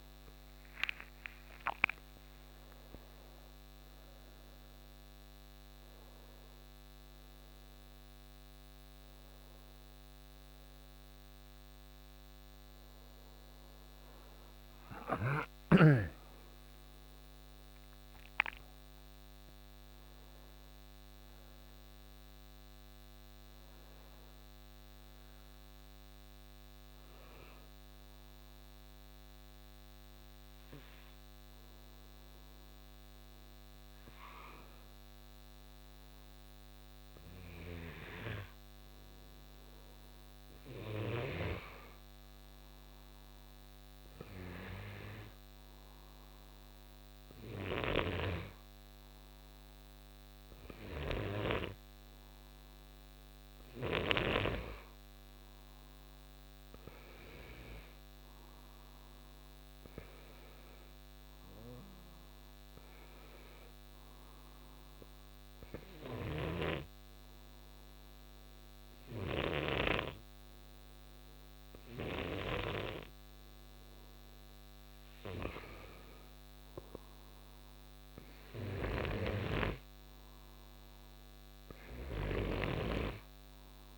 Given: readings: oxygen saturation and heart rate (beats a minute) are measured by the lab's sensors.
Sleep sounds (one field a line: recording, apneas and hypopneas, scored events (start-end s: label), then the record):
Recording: breathing in sleep by a microphone on the trachea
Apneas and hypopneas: 1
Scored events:
15.00-18.00 s: arousal
27.00-39.50 s: hypopnea (oxygen 92% before, 91% lowest, heart rate 75 before, 63 extreme, up 6 after)
42.00-46.00 s: arousal
42.50-57.50 s: oxygen desaturation (device-marked, oxygen 94% before, 91% lowest, heart rate 66 before, 67 extreme)
47.50-54.00 s: snoring (device-marked)
66.00-69.50 s: snoring (device-marked)
78.50-83.98 s: snoring (device-marked)
From the record:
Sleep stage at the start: N2 (light sleep)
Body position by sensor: on the right side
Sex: male